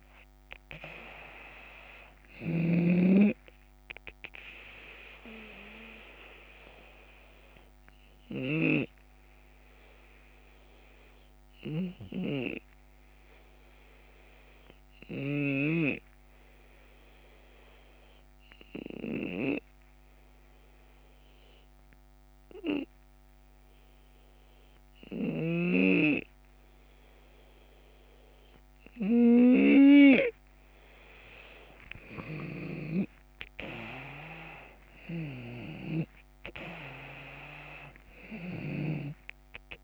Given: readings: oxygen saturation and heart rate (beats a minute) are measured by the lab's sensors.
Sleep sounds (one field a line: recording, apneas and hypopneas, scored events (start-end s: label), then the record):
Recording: breathing in sleep by a microphone on the trachea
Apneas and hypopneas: 1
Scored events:
0.00-7.50 s: drop in pulse transit time (device-marked, heart rate 75 extreme)
0.00-23.50 s: oxygen desaturation (device-marked, oxygen 82% lowest, heart rate 72 extreme)
1.50-15.00 s: snoring (device-marked)
8.00-29.00 s: hypopnea (oxygen 92% before, 82% lowest, heart rate 79 before, 72 extreme, up 9 after)
31.50-37.00 s: arousal
31.50-39.84 s: drop in pulse transit time (device-marked, heart rate 73 before, 76 extreme)
34.50-39.84 s: snoring (device-marked)
From the record:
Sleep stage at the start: REM sleep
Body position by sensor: on the left side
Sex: male